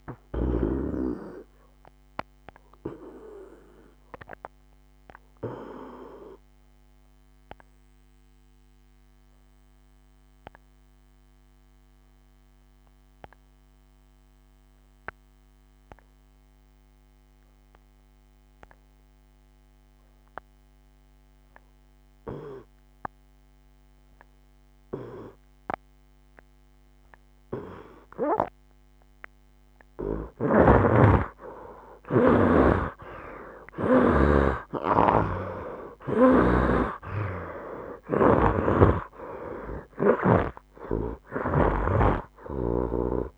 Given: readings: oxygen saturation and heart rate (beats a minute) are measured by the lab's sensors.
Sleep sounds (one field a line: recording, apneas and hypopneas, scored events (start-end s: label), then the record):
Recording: breathing in sleep by a microphone on the trachea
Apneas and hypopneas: 1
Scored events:
0.00-15.00 s: oxygen desaturation (device-marked, oxygen 78% lowest, heart rate 65 extreme)
5.50-28.50 s: obstructive apnea (oxygen 99% before, 78% lowest, heart rate 80 before, 65 extreme, up 7 after)
30.00-34.00 s: arousal
30.00-34.00 s: snoring (device-marked)
33.00-43.38 s: oxygen desaturation (device-marked, oxygen 97% before, 84% lowest, heart rate 66 before, 63 extreme)
From the record:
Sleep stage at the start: N2 (light sleep)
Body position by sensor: on the right side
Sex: male